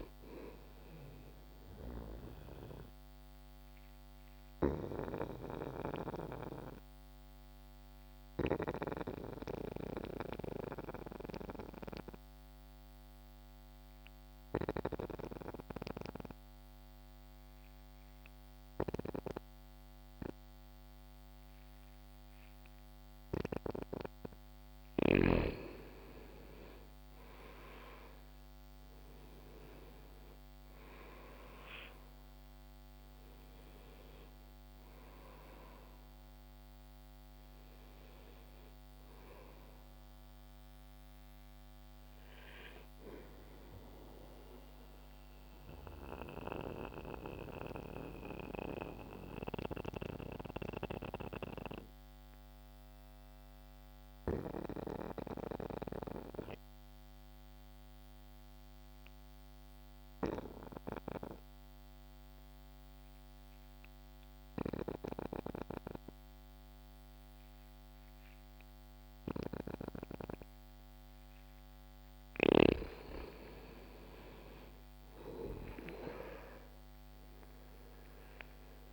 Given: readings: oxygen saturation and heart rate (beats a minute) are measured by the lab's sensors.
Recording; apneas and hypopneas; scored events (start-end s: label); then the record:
breathing in sleep by a microphone on the trachea; 2
0.00-19.00 s: oxygen desaturation (device-marked, oxygen 98% before, 88% lowest, heart rate 53 before, 43 extreme)
2.00-24.00 s: obstructive apnea (oxygen 98% before, 85% lowest, heart rate 55 before, 43 extreme, up 0 after)
25.50-30.00 s: arousal
28.00-60.00 s: oxygen desaturation (device-marked, oxygen 97% before, 85% lowest)
42.00-71.50 s: mixed apnea (oxygen 97% before, 85% lowest)
69.00-78.93 s: oxygen desaturation (device-marked, oxygen 98% before, 86% lowest)
From the record:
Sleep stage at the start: N2 (light sleep); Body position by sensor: on the back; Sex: male